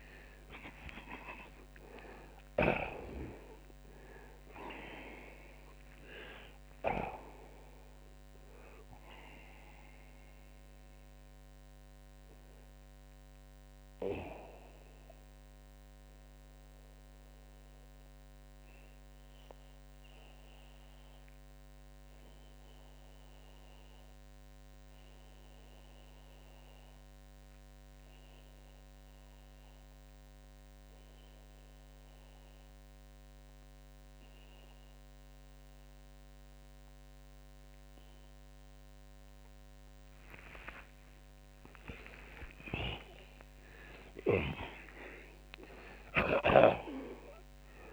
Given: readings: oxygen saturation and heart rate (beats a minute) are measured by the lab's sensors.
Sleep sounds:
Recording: breathing in sleep by a microphone on the trachea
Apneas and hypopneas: 1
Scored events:
0.00-1.00 s: arousal
0.00-7.00 s: snoring (device-marked)
9.00-40.00 s: oxygen desaturation (device-marked, oxygen 92% before, 79% lowest)
15.00-40.00 s: obstructive apnea (oxygen 93% before, 79% lowest)
42.50-47.50 s: arousal
44.00-47.93 s: snoring (device-marked)
From the record:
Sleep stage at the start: N2 (light sleep)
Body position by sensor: on the back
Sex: male

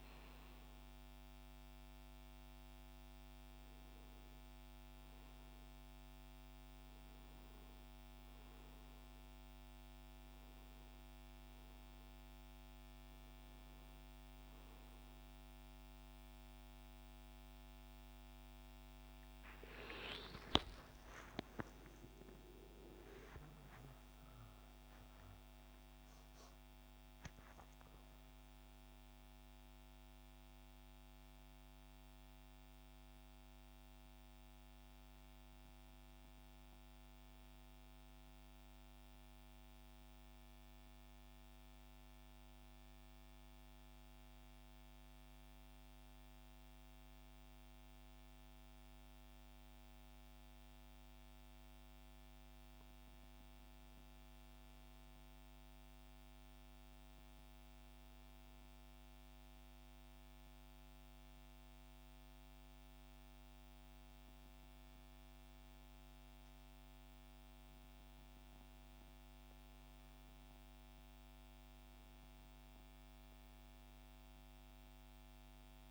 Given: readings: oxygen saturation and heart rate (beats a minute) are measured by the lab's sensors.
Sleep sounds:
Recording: a person partly awake in a sleep study, hard to hear, by a microphone on the trachea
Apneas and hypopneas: 1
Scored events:
16.00-46.00 s: new sleep stage, N1 (lightest sleep)
38.00-52.50 s: central apnea (oxygen 98% before, 93% lowest, heart rate 76 before, 66 extreme, up 4 after)
46.00-75.91 s: new sleep stage, N2 (light sleep)
53.50-57.50 s: arousal
From the record:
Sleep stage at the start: awake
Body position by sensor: on the back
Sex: male

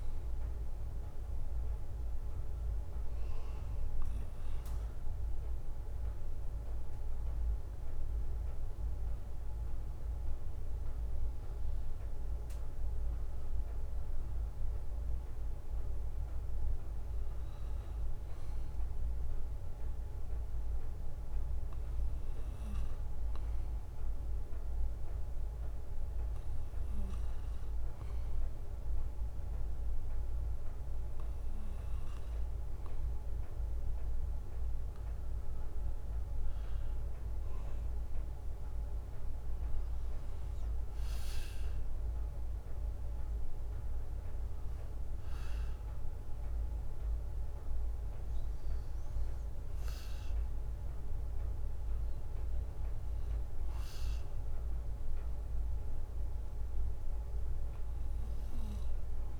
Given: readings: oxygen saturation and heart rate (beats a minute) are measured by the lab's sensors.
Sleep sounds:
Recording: a person partly awake in a sleep study, hard to hear, by a room microphone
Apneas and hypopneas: none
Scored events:
7.00-59.40 s: new sleep stage, N2 (light sleep)
From the record:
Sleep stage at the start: awake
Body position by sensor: on the right side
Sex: male

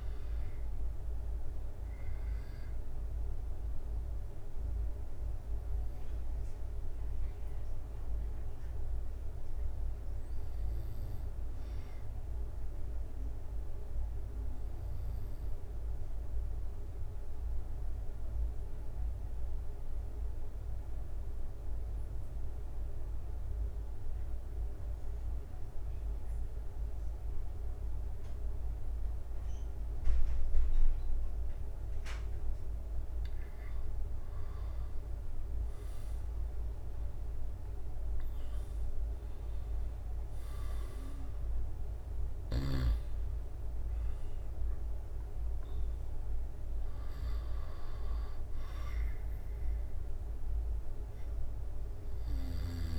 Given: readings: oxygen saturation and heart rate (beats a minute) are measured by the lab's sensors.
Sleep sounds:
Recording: breathing in sleep, hard to hear, by a room microphone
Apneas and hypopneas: 1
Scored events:
0.00-3.50 s: arousal
6.00-32.00 s: obstructive apnea (oxygen 94% before, 93% lowest, heart rate 70 before, 67 extreme, up 12 after)
32.50-48.50 s: oxygen desaturation (device-marked, oxygen 97% before, 93% lowest, heart rate 69 before, 66 extreme)
38.50-52.99 s: drop in pulse transit time (device-marked, heart rate 71 before, 75 extreme)
39.00-43.00 s: arousal
From the record:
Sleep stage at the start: N2 (light sleep)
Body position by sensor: on the back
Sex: male

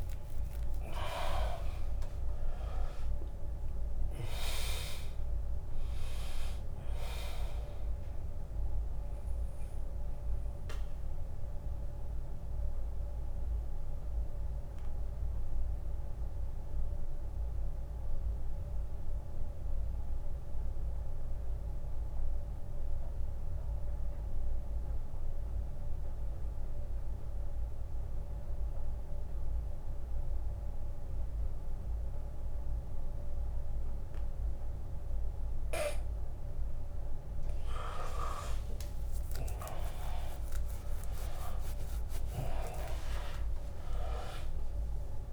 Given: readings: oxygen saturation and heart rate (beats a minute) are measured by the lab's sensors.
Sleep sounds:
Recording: breathing in sleep by a room microphone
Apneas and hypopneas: 1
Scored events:
0.00-3.00 s: arousal
0.00-10.50 s: drop in pulse transit time (device-marked, heart rate 74 extreme)
0.00-23.50 s: oxygen desaturation (device-marked, oxygen 84% lowest, heart rate 75 extreme)
10.50-35.50 s: obstructive apnea (oxygen 100% before, 82% lowest, heart rate 78 before, 75 extreme, up 2 after)
35.50-45.33 s: oxygen desaturation (device-marked, oxygen 100% before, 82% lowest, heart rate 82 before, 66 extreme)
38.00-43.50 s: arousal
41.50-45.33 s: drop in pulse transit time (device-marked, heart rate 80 before, 78 extreme)
From the record:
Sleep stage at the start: N2 (light sleep)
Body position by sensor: on the back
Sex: male

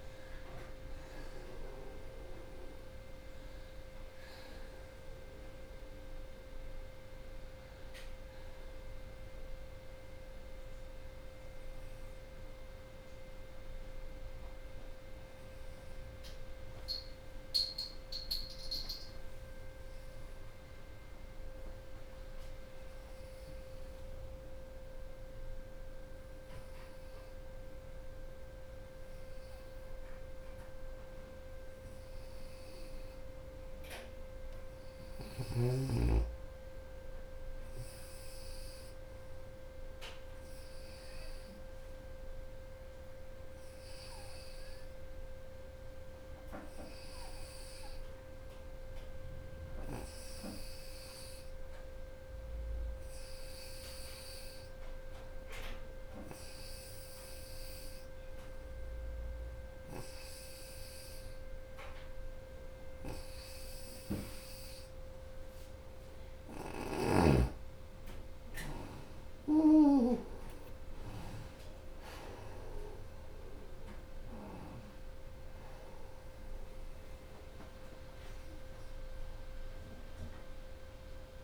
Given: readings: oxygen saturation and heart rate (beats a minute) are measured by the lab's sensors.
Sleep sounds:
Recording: breathing in sleep by a room microphone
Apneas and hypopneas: 2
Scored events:
0.00-9.00 s: drop in pulse transit time (device-marked, heart rate 65 extreme)
0.00-18.00 s: oxygen desaturation (device-marked, oxygen 82% lowest, heart rate 65 extreme)
11.50-28.00 s: hypopnea (oxygen 91% before, 82% lowest, heart rate 80 before, 73 extreme, up 7 after)
30.00-34.00 s: arousal
32.00-53.00 s: oxygen desaturation (device-marked, oxygen 96% before, 86% lowest, heart rate 76 before, 60 extreme)
45.00-64.50 s: hypopnea (oxygen 96% before, 83% lowest, heart rate 82 before, 60 extreme, up 2 after)
59.00-81.44 s: oxygen desaturation (device-marked, oxygen 88% before, 83% lowest, heart rate 82 before, 60 extreme)
66.50-70.50 s: arousal
68.00-70.00 s: long interval between heartbeats (device-marked, heart rate 81 before, 82 extreme)
69.00-80.00 s: drop in pulse transit time (device-marked, heart rate 81 before, 60 extreme)
71.00-73.00 s: long interval between heartbeats (device-marked, heart rate 81 before, 60 extreme)
From the record:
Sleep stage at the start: N2 (light sleep)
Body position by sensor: on the right side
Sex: female

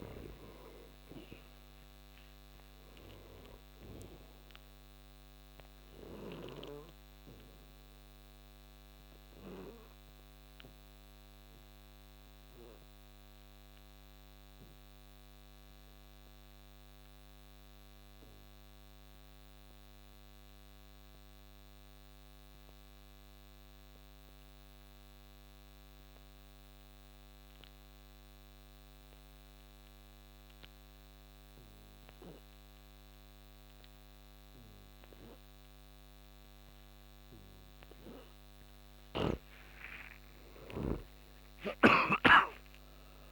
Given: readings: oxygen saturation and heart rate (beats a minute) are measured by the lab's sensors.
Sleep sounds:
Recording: breathing in sleep by a microphone on the trachea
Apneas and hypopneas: 1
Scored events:
0.00-15.00 s: oxygen desaturation (device-marked, oxygen 86% lowest, heart rate 57 extreme)
6.50-38.50 s: obstructive apnea (oxygen 98% before, 83% lowest, heart rate 67 before, 57 extreme, up 48 after)
34.00-43.32 s: oxygen desaturation (device-marked, oxygen 96% before, 83% lowest, heart rate 60 before, 62 extreme)
40.50-43.32 s: arousal
From the record:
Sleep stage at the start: N2 (light sleep)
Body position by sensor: on the right side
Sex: male

